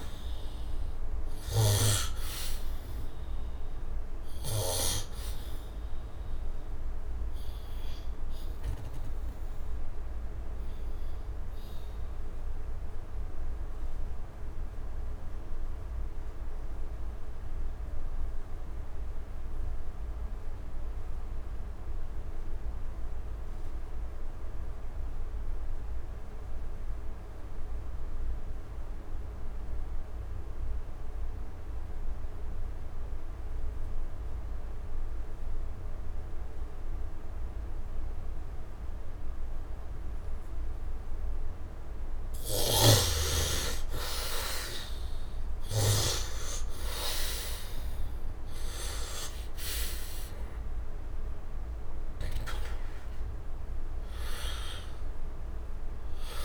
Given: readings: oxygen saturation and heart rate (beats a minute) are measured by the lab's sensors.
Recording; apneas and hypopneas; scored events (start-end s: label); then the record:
breathing in sleep by a room microphone; 1
0.00-19.00 s: oxygen desaturation (device-marked, oxygen 72% lowest, heart rate 66 extreme)
4.50-41.50 s: obstructive apnea (oxygen 97% before, 64% lowest, heart rate 77 before, 66 extreme, up 14 after)
29.00-56.45 s: oxygen desaturation (device-marked, oxygen 99% before, 64% lowest, heart rate 69 before, 66 extreme)
42.00-45.50 s: snoring (device-marked)
43.50-47.50 s: arousal
From the record:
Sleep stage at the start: N2 (light sleep); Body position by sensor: on the back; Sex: male